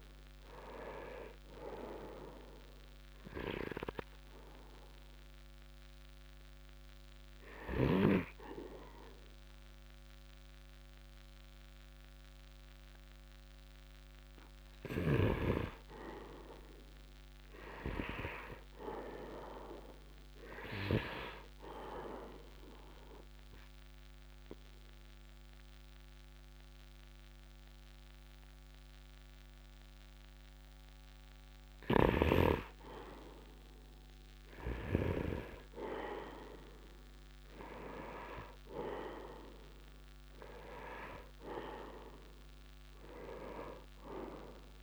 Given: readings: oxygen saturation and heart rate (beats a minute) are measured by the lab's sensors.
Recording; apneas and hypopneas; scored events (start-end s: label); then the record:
breathing in sleep by a microphone on the trachea; 2
3.50-16.50 s: oxygen desaturation (device-marked, oxygen 97% before, 91% lowest, heart rate 65 before, 65 extreme)
4.00-15.00 s: obstructive apnea (oxygen 97% before, 91% lowest, heart rate 65 before, 65 extreme, up 3 after)
17.00-20.00 s: arousal
22.50-33.50 s: obstructive apnea (oxygen 97% before, 93% lowest, heart rate 66 before, 65 extreme, up 2 after)
37.00-41.50 s: arousal
From the record:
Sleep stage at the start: N2 (light sleep); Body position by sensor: on the right side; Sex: male